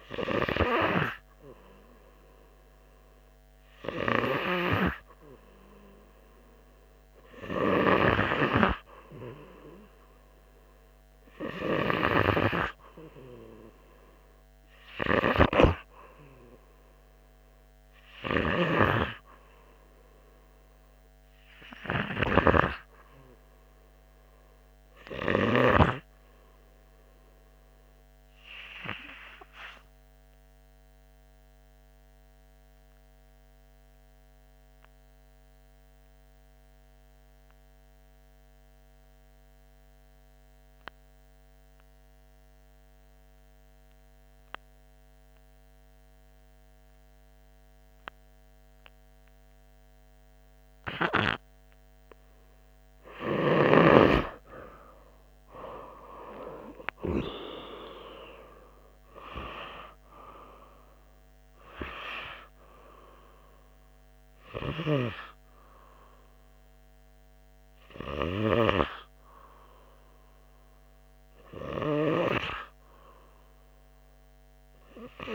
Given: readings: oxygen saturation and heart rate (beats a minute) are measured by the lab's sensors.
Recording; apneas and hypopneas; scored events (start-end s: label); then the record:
breathing in sleep by a microphone on the trachea; 1
30.00-52.50 s: obstructive apnea (oxygen 92% before, 89% lowest, heart rate 87 before, 64 extreme, up 22 after)
31.00-46.00 s: oxygen desaturation (device-marked, oxygen 92% before, 89% lowest, heart rate 87 before, 64 extreme)
55.50-60.50 s: arousal
From the record:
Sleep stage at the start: REM sleep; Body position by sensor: on the right side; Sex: male